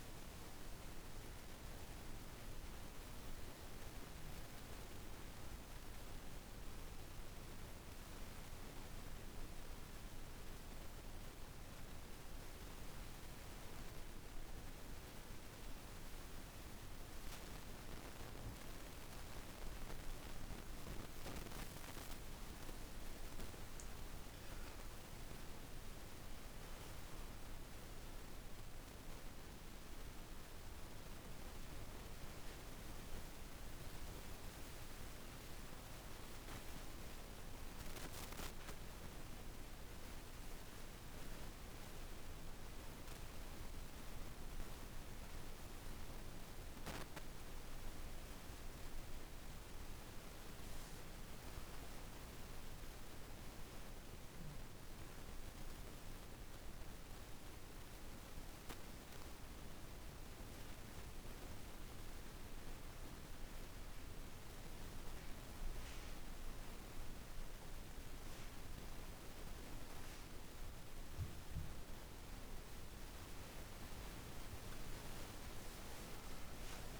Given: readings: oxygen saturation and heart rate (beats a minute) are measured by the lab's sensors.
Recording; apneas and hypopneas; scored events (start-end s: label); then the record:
breathing in sleep, hard to hear, by a room microphone; 1
21.50-25.00 s: arousal
55.00-67.00 s: oxygen desaturation (device-marked, oxygen 96% before, 92% lowest, heart rate 56 before, 52 extreme)
57.00-68.00 s: hypopnea (oxygen 96% before, 91% lowest, heart rate 56 before, 52 extreme, up 54 after)
73.50-77.00 s: arousal
From the record:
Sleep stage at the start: N1 (lightest sleep); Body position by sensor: on the back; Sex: female